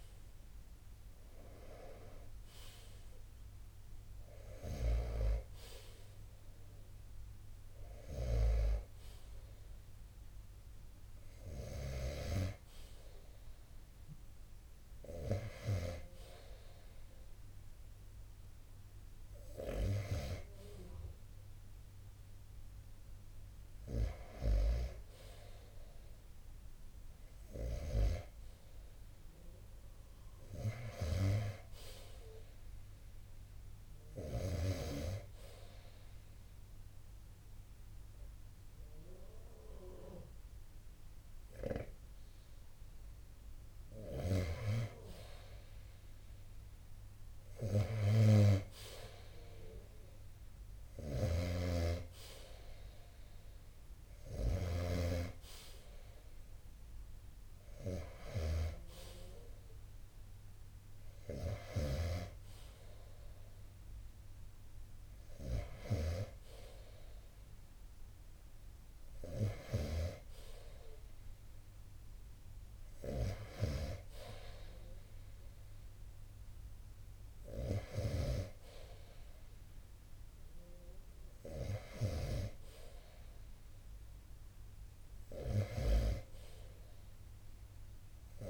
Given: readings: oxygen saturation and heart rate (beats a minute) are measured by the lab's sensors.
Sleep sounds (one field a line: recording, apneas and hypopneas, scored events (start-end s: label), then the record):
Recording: breathing in sleep by a room microphone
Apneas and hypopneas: 1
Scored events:
2.50-17.50 s: oxygen desaturation (device-marked, oxygen 94% before, 88% lowest)
25.50-30.00 s: arousal
34.50-44.50 s: obstructive apnea (oxygen 93% before, 88% lowest)
47.50-52.00 s: arousal
50.00-58.00 s: snoring (device-marked)
56.50-67.50 s: oxygen desaturation (device-marked, oxygen 92% before, 88% lowest)
72.50-81.50 s: snoring (device-marked)
84.00-88.50 s: arousal
From the record:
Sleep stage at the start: N2 (light sleep)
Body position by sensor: on the right side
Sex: male